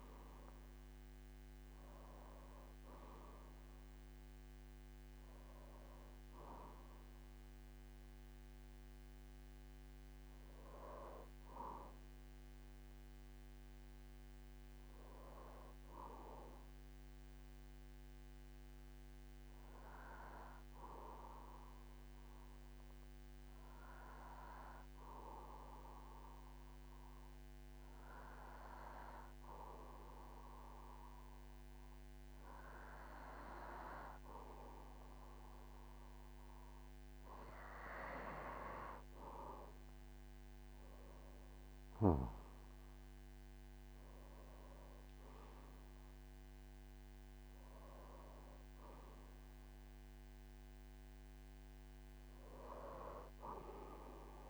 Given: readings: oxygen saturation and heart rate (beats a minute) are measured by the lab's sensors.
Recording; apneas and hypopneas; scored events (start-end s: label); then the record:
breathing in sleep by a microphone on the trachea; 1
0.00-21.50 s: oxygen desaturation (device-marked, oxygen 92% lowest, heart rate 48 extreme)
17.50-35.50 s: hypopnea (oxygen 96% before, 93% lowest, heart rate 74 before, 47 extreme, up 30 after)
39.50-41.50 s: arousal
41.50-54.50 s: oxygen desaturation (device-marked, oxygen 98% before, 94% lowest, heart rate 52 before, 45 extreme)
From the record:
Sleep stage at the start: N2 (light sleep); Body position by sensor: on the back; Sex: male